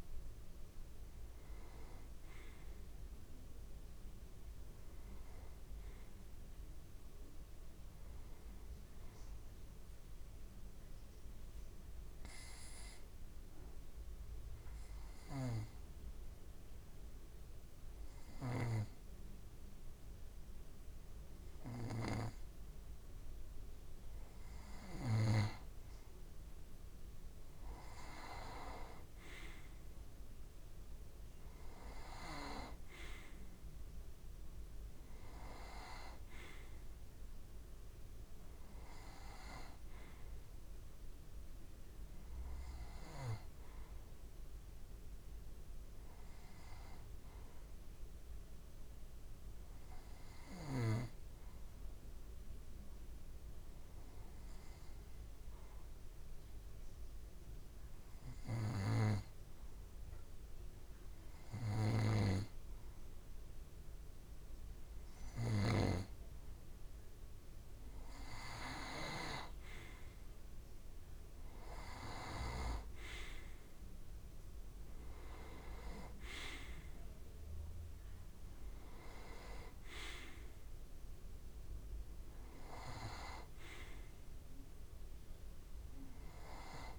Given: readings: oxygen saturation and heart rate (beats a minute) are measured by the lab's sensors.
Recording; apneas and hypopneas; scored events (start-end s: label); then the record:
breathing in sleep by a room microphone; 2
0.00-6.00 s: oxygen desaturation (device-marked, oxygen 89% lowest)
9.50-24.50 s: obstructive apnea (oxygen 96% before, 91% lowest)
27.00-30.50 s: arousal
28.00-47.00 s: oxygen desaturation (device-marked, oxygen 95% before, 91% lowest)
51.00-67.00 s: obstructive apnea (oxygen 95% before, 90% lowest)
70.00-86.99 s: oxygen desaturation (device-marked, oxygen 94% before, 90% lowest)
74.00-77.50 s: arousal
From the record:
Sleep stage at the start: N2 (light sleep); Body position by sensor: on the right side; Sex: male